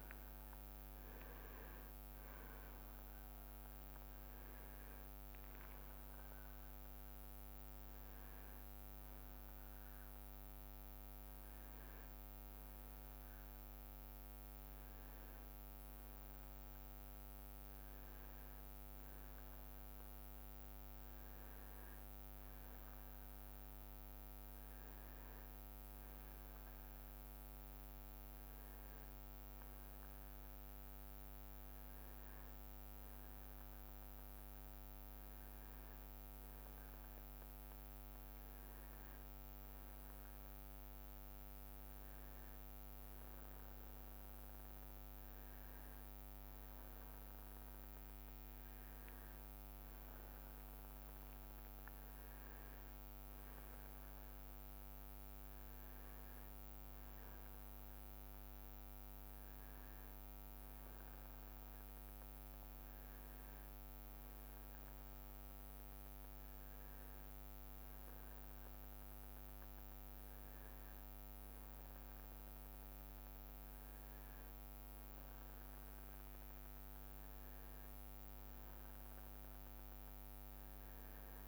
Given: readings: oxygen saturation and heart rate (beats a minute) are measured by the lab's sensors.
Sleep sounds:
a person partly awake in a sleep study, hard to hear, by a microphone on the trachea; none
20.00-81.48 s: new sleep stage, N1 (lightest sleep)
From the record:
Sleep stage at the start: awake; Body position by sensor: on the right side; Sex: male

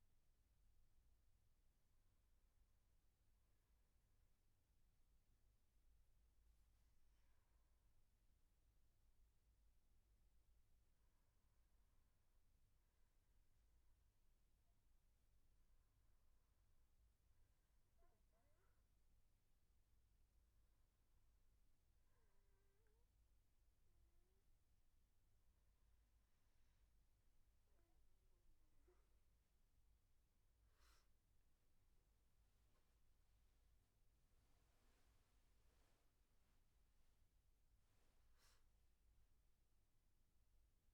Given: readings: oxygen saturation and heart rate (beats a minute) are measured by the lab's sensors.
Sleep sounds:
breathing in sleep, hard to hear, by a room microphone; none
32.00-36.00 s: arousal
From the record:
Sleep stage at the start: N1 (lightest sleep); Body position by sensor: on the back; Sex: male

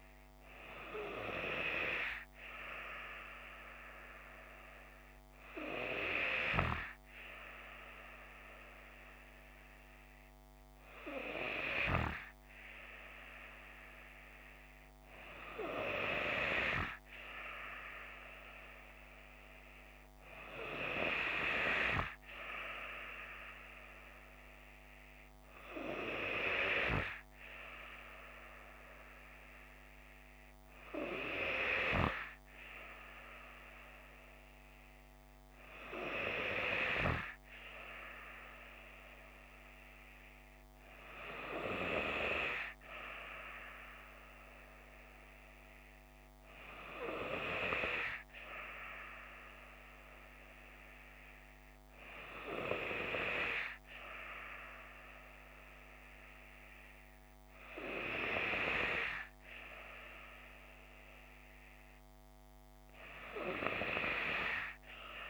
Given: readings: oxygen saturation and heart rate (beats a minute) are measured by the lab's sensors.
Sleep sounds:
breathing in sleep by a microphone on the trachea; none
none scored
From the record:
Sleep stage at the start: N2 (light sleep); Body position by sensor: on the left side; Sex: female

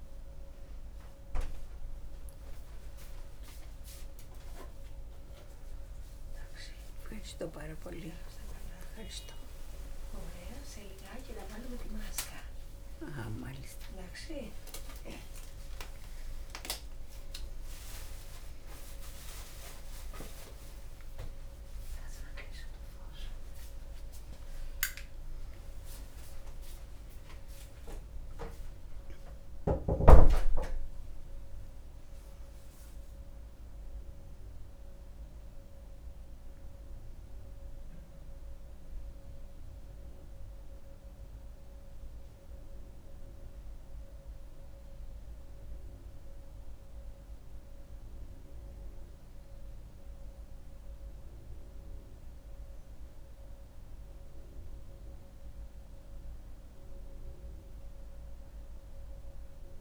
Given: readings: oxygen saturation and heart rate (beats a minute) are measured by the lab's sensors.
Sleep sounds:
a person awake in a sleep study, by a room microphone; none
21.00-34.00 s: oxygen desaturation (device-marked, oxygen 96% before, 92% lowest)
From the record:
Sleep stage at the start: awake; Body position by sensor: on the back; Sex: female

